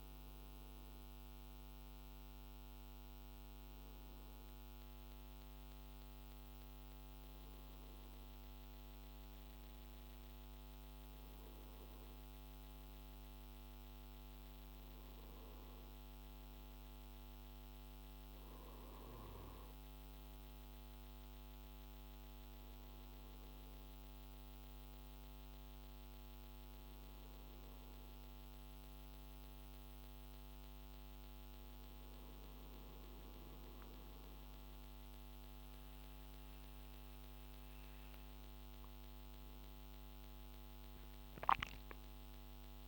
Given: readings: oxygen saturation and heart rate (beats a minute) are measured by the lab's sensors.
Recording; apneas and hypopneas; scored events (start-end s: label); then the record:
breathing in sleep, hard to hear, by a microphone on the trachea; none
none scored
From the record:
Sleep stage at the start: N2 (light sleep); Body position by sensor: on the right side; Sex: male